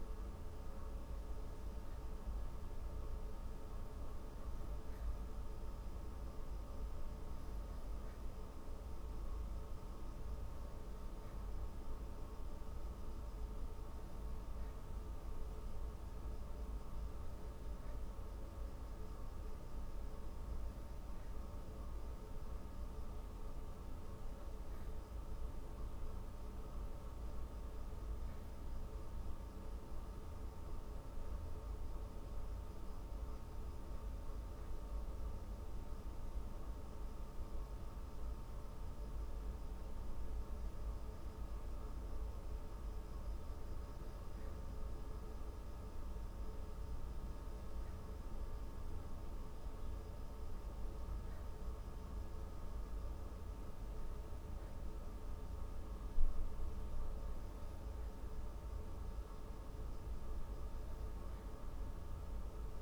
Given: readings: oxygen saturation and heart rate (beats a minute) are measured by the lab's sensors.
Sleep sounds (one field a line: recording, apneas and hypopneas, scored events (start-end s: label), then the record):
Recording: breathing in sleep, hard to hear, by a room microphone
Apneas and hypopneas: none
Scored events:
11.50-62.82 s: new sleep stage, N3 (deep sleep)
From the record:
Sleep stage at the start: N2 (light sleep)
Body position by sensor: on the back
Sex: female